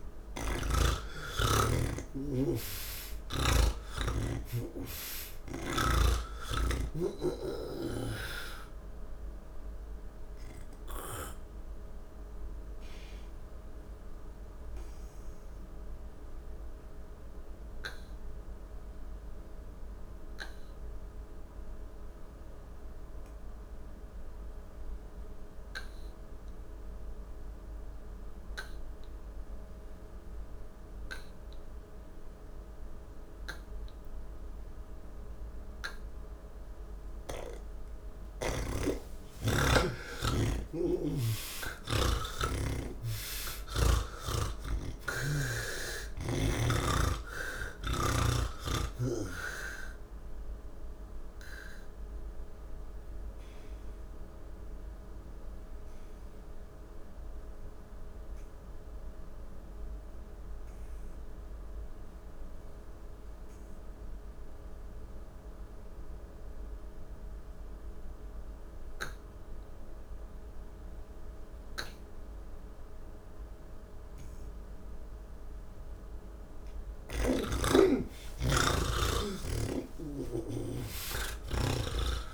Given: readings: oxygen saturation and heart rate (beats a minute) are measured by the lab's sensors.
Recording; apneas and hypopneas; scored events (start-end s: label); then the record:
breathing in sleep by a room microphone; none
0.00-3.50 s: snoring (device-marked)
0.00-13.00 s: oxygen desaturation (device-marked, oxygen 96% before, 85% lowest, heart rate 90 before, 44 extreme)
15.00-29.00 s: oxygen desaturation (device-marked, oxygen 89% before, 84% lowest, heart rate 70 before, 43 extreme)
37.00-65.00 s: oxygen desaturation (device-marked, oxygen 96% before, 82% lowest)
40.50-44.00 s: snoring (device-marked)
From the record:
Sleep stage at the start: N2 (light sleep); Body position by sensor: on the back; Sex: male